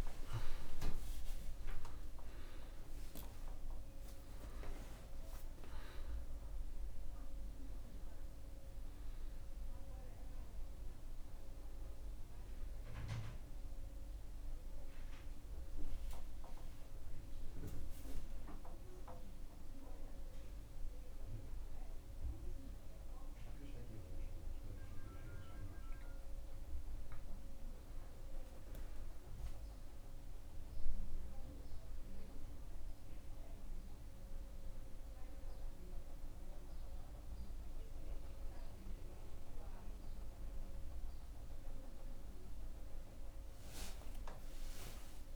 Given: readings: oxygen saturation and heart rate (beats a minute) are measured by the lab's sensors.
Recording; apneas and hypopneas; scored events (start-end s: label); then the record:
a person awake in a sleep study, by a room microphone; none
none scored
From the record:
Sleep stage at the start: awake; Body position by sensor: on the back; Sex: male